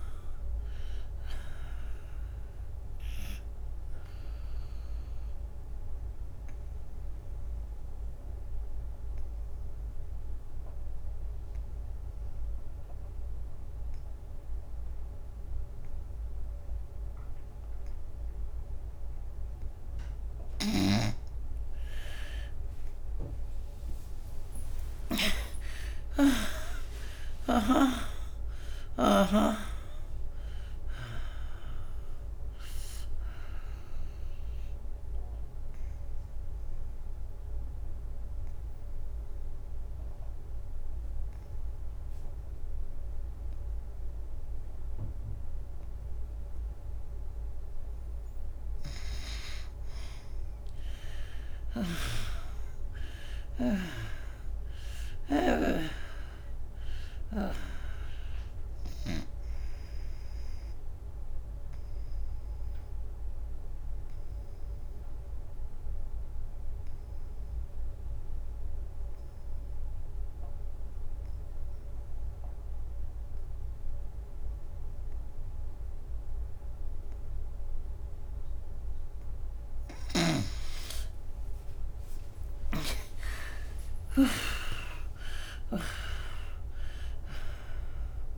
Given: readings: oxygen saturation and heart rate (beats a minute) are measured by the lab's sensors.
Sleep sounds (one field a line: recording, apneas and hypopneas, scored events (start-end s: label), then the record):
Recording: breathing in sleep by a room microphone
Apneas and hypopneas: 3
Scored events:
0.00-12.50 s: oxygen desaturation (device-marked, oxygen 80% lowest, heart rate 73 extreme)
3.50-18.50 s: obstructive apnea (oxygen 99% before, 78% lowest, heart rate 89 before, 73 extreme, up 13 after)
21.00-25.00 s: arousal
28.50-43.50 s: oxygen desaturation (device-marked, oxygen 97% before, 78% lowest, heart rate 81 before, 72 extreme)
34.00-47.50 s: obstructive apnea (oxygen 99% before, 75% lowest, heart rate 92 before, 72 extreme, up 16 after)
50.50-55.00 s: arousal
58.50-68.50 s: oxygen desaturation (device-marked, oxygen 97% before, 83% lowest, heart rate 82 before, 68 extreme)
61.50-78.00 s: obstructive apnea (oxygen 99% before, 75% lowest, heart rate 85 before, 68 extreme, up 39 after)
75.50-80.50 s: oxygen desaturation (device-marked, oxygen 98% before, 93% lowest, heart rate 85 before, 78 extreme)
79.50-86.00 s: snoring (device-marked)
81.00-84.50 s: arousal
86.50-88.38 s: oxygen desaturation (device-marked, oxygen 95% before, 75% lowest, heart rate 78 before, 74 extreme)
From the record:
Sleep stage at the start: N2 (light sleep)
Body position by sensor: on the right side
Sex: female